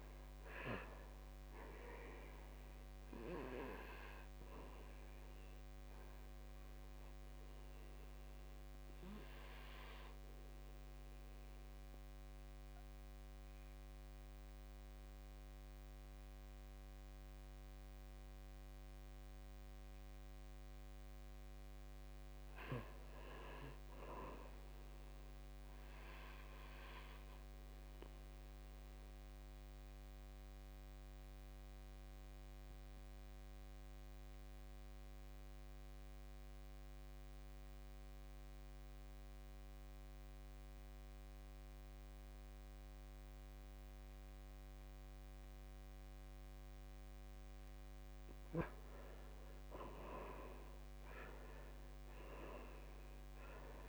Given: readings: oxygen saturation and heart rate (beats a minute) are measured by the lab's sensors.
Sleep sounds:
breathing in sleep by a microphone on the trachea; 2
0.00-21.00 s: oxygen desaturation (device-marked, oxygen 74% lowest, heart rate 55 extreme)
5.00-20.00 s: obstructive apnea (oxygen 97% before, 74% lowest, heart rate 69 before, 55 extreme, up 6 after)
23.00-26.00 s: arousal
27.50-47.50 s: obstructive apnea (oxygen 99% before, 78% lowest, heart rate 59 before, 52 extreme, up 6 after)
37.00-46.00 s: oxygen desaturation (device-marked, oxygen 98% before, 90% lowest, heart rate 59 before, 52 extreme)
48.00-53.89 s: oxygen desaturation (device-marked, oxygen 93% before, 78% lowest, heart rate 60 before, 52 extreme)
49.50-51.50 s: long interval between heartbeats (device-marked, heart rate 60 before, 64 extreme)
49.50-53.00 s: arousal
From the record:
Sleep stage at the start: N2 (light sleep); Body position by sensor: on the back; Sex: male

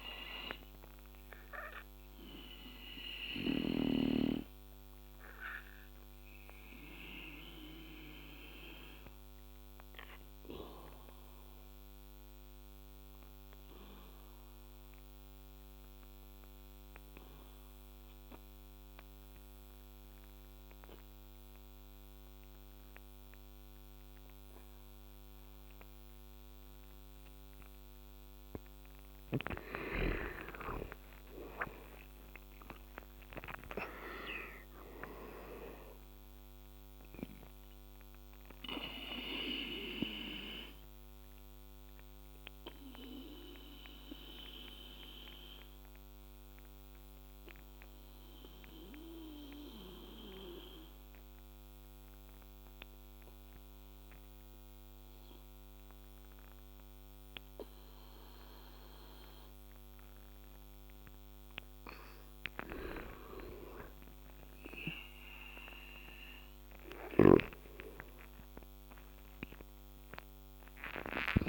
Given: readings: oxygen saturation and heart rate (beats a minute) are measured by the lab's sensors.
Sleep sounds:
breathing in sleep by a microphone on the trachea; 2
0.00-23.00 s: oxygen desaturation (device-marked, oxygen 84% lowest, heart rate 64 extreme)
0.50-27.00 s: obstructive apnea (oxygen 99% before, 82% lowest, heart rate 74 before, 64 extreme, up 27 after)
25.00-34.00 s: oxygen desaturation (device-marked, oxygen 99% before, 93% lowest, heart rate 76 before, 71 extreme)
30.00-33.50 s: arousal
37.50-61.50 s: obstructive apnea (oxygen 99% before, 82% lowest, heart rate 76 before, 71 extreme, up 9 after)
40.00-61.00 s: oxygen desaturation (device-marked, oxygen 94% before, 82% lowest, heart rate 78 before, 71 extreme)
63.00-71.49 s: oxygen desaturation (device-marked, oxygen 99% before, 91% lowest, heart rate 73 before, 71 extreme)
66.50-71.00 s: snoring (device-marked)
66.50-71.49 s: arousal
From the record:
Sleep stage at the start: N2 (light sleep); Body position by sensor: on the back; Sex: male

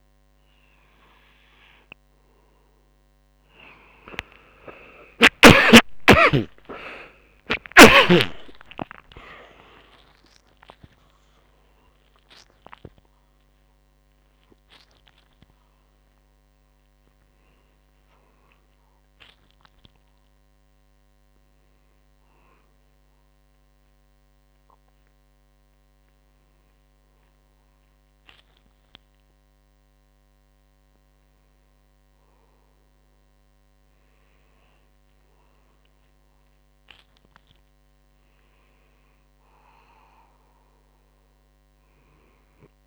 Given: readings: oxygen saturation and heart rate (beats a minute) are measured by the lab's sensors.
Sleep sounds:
a person awake in a sleep study, by a microphone on the trachea; none
3.00-10.00 s: tachycardia (device-marked, heart rate 63 before, 150 extreme)
10.00-40.00 s: new sleep stage, awake
40.00-42.87 s: new sleep stage, N2 (light sleep)
From the record:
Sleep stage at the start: N2 (light sleep); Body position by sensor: on the right side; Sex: male

